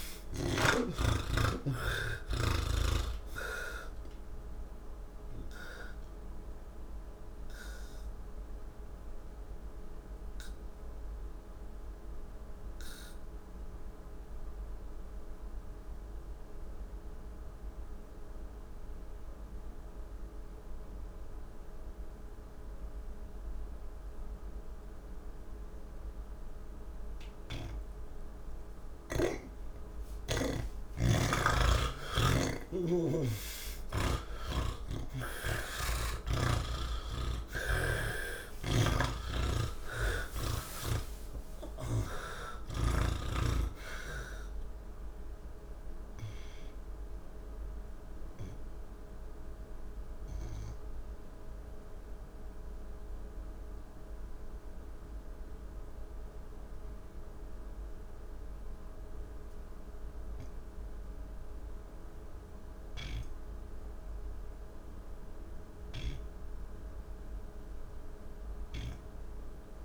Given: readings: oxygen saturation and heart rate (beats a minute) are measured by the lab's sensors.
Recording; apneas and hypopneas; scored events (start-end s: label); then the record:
breathing in sleep by a room microphone; none
5.50-32.50 s: oxygen desaturation (device-marked, oxygen 94% before, 79% lowest, heart rate 77 before, 71 extreme)
38.50-43.00 s: snoring (device-marked)
From the record:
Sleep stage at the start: N2 (light sleep); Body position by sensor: on the back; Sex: male